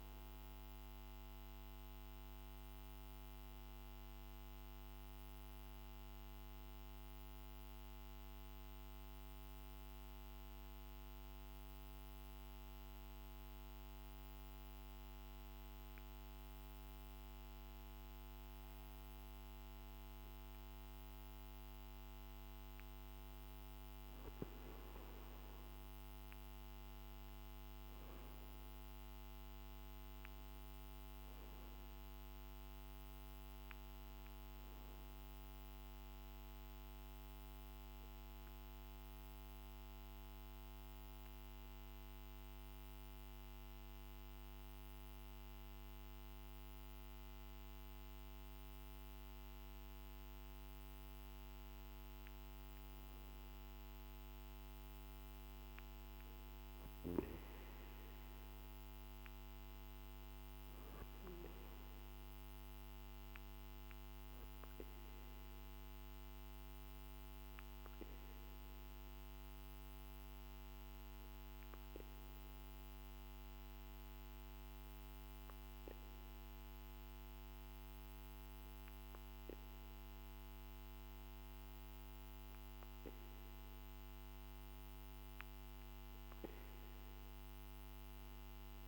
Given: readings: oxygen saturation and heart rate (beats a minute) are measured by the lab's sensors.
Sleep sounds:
breathing in sleep, hard to hear, by a microphone on the trachea; 3
6.00-21.00 s: obstructive apnea (oxygen 96% before, 94% lowest, heart rate 51 before, 49 extreme, up 3 after)
22.00-26.00 s: arousal
35.50-52.00 s: obstructive apnea (oxygen 97% before, 94% lowest, heart rate 51 before, 50 extreme, up 2 after)
53.50-57.50 s: arousal
66.00-84.00 s: obstructive apnea (oxygen 96% before, 93% lowest, heart rate 51 before, 50 extreme, up 1 after)
85.50-88.88 s: arousal
From the record:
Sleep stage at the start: N2 (light sleep); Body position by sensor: on the back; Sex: male

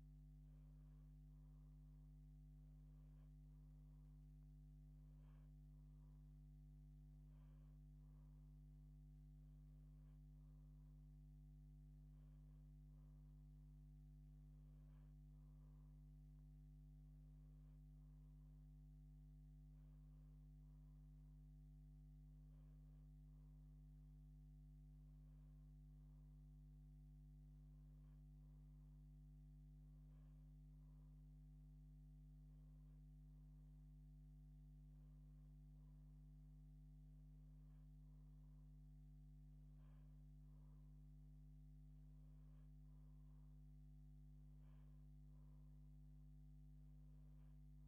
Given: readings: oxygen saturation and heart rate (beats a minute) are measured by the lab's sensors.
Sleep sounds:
breathing in sleep, hard to hear, by a microphone on the trachea; none
none scored
From the record:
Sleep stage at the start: N1 (lightest sleep); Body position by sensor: on the back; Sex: female

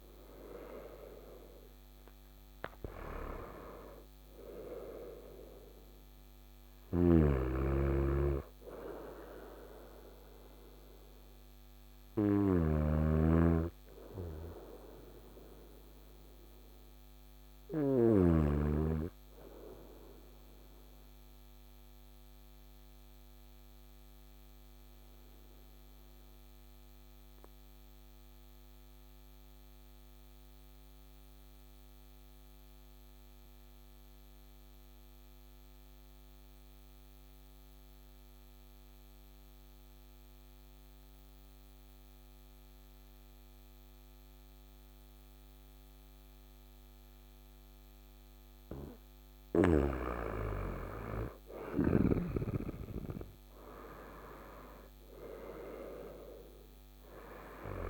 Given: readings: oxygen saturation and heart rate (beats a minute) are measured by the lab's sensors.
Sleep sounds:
breathing in sleep by a microphone on the trachea; 1
0.00-25.50 s: oxygen desaturation (device-marked, oxygen 91% lowest, heart rate 53 extreme)
6.50-18.00 s: snoring (device-marked)
19.00-49.00 s: obstructive apnea (oxygen 97% before, 91% lowest, heart rate 61 before, 53 extreme, up 10 after)
44.50-57.90 s: oxygen desaturation (device-marked, oxygen 99% before, 91% lowest, heart rate 54 before, 53 extreme)
50.50-54.50 s: arousal
From the record:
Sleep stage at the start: N2 (light sleep); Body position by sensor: on the right side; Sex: male

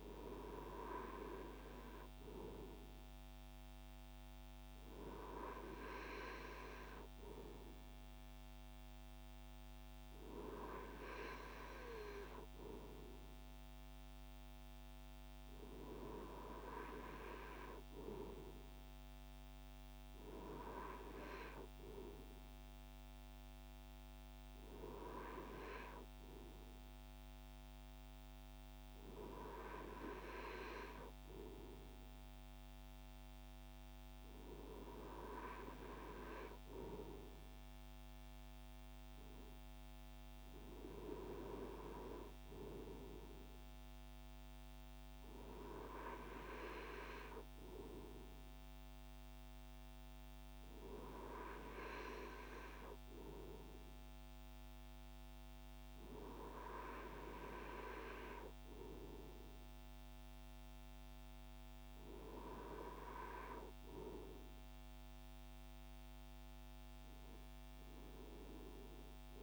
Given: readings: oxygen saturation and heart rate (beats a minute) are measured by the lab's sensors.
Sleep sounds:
breathing in sleep by a microphone on the trachea; none
none scored
From the record:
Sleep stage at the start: N2 (light sleep); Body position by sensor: on the right side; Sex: male

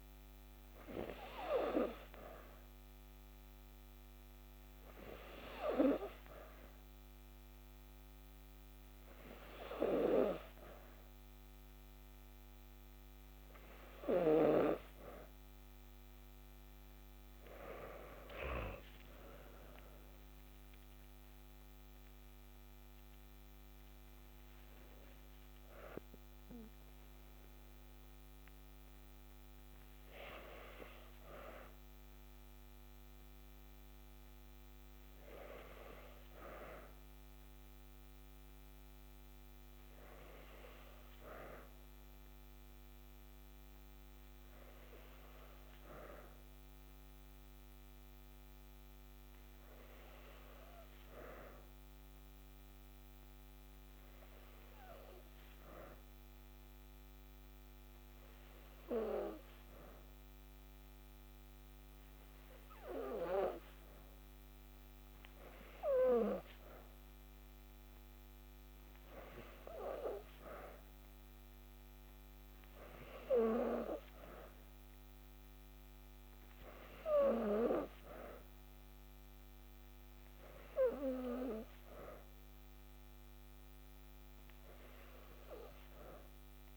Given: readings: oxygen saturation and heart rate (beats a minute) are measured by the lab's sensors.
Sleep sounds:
breathing in sleep by a microphone on the trachea; 1
18.00-22.50 s: arousal
39.00-62.00 s: hypopnea (oxygen 95% before, 94% lowest, heart rate 58 before, 57 extreme, up 1 after)
64.50-69.50 s: arousal
From the record:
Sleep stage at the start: N2 (light sleep); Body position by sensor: on the back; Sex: female

